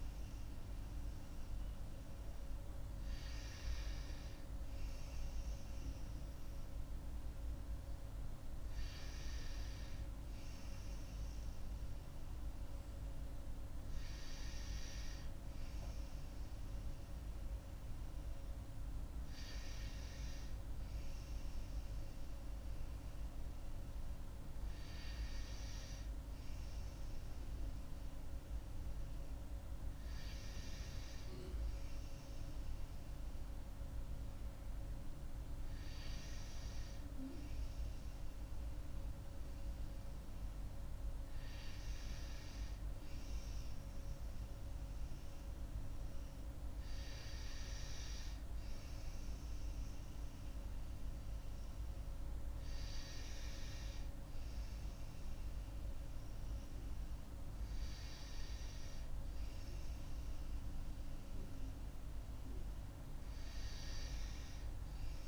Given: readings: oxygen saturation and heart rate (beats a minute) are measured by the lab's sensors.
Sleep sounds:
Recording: breathing in sleep, hard to hear, by a room microphone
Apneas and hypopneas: none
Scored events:
none scored
From the record:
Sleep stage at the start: N2 (light sleep)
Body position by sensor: on the right side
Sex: female

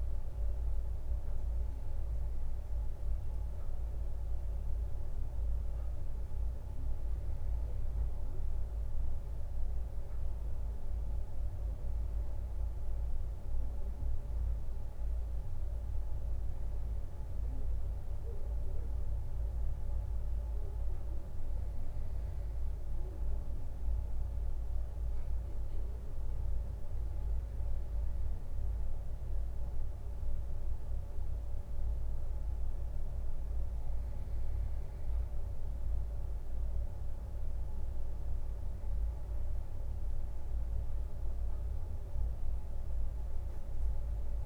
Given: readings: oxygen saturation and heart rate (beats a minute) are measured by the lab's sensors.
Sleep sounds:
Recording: breathing in sleep, hard to hear, by a room microphone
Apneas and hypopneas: none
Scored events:
none scored
From the record:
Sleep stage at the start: N2 (light sleep)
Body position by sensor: on the right side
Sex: male

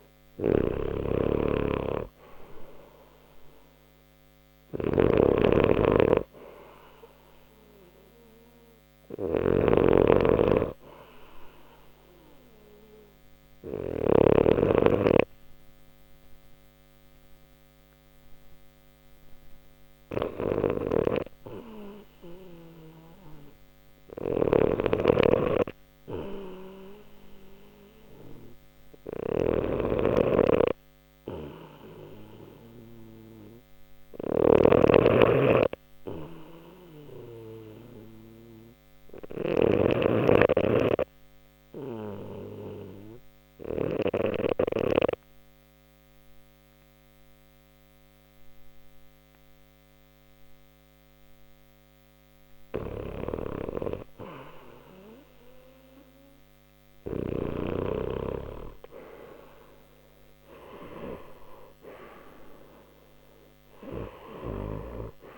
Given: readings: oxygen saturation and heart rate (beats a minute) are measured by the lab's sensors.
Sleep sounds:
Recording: breathing in sleep by a microphone on the trachea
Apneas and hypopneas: 2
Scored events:
0.00-14.00 s: snoring (device-marked)
12.50-29.00 s: hypopnea (oxygen 95% before, 91% lowest, heart rate 60 before, 58 extreme, up 13 after)
21.00-29.00 s: oxygen desaturation (device-marked, oxygen 94% before, 91% lowest, heart rate 60 before, 58 extreme)
23.50-43.50 s: snoring (device-marked)
37.00-52.50 s: obstructive apnea (oxygen 96% before, 92% lowest, heart rate 64 before, 58 extreme, up 5 after)
55.50-61.00 s: arousal
From the record:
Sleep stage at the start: REM sleep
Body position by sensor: on the left side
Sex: male

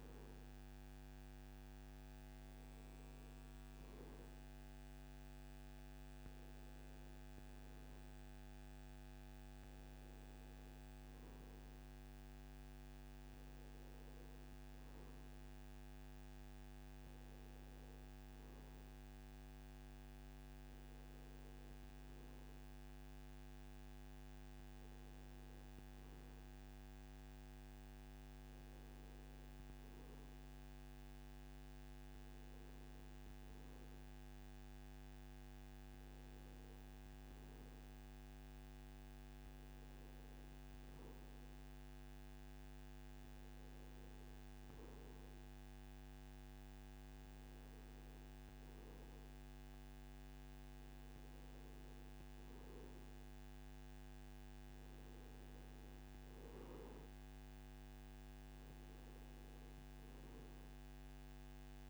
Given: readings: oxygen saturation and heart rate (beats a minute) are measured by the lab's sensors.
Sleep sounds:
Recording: breathing in sleep, hard to hear, by a microphone on the trachea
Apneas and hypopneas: none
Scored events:
none scored
From the record:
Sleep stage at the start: N2 (light sleep)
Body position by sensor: on the back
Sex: male

